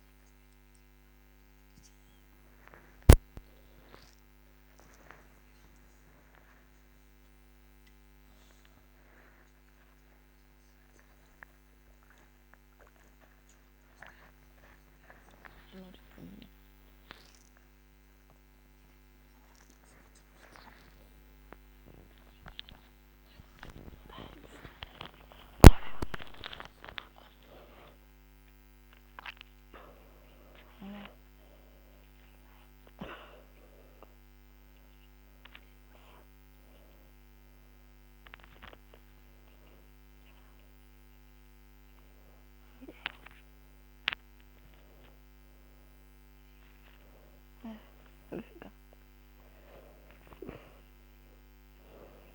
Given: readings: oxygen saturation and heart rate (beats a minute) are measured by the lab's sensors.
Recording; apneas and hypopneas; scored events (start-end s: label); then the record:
a person awake in a sleep study, by a microphone on the trachea; none
none scored
From the record:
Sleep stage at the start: awake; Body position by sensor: on the back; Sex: female